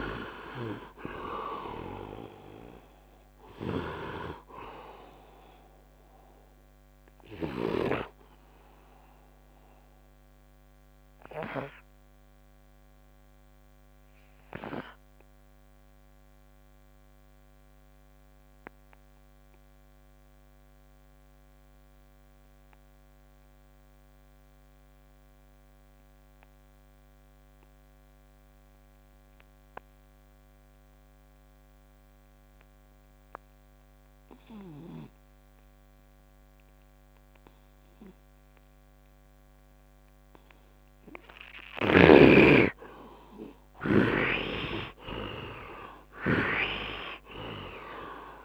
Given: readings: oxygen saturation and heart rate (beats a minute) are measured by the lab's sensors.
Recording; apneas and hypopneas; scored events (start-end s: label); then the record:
breathing in sleep by a microphone on the trachea; 1
0.00-7.50 s: snoring (device-marked)
0.00-29.50 s: oxygen desaturation (device-marked, oxygen 67% lowest, heart rate 70 extreme)
8.50-44.00 s: obstructive apnea (oxygen 99% before, 67% lowest, heart rate 80 before, 72 extreme, up 9 after)
31.50-48.45 s: oxygen desaturation (device-marked, oxygen 99% before, 67% lowest, heart rate 72 before, 65 extreme)
44.00-48.45 s: snoring (device-marked)
45.00-48.00 s: arousal
From the record:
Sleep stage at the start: N2 (light sleep); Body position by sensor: on the right side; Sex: male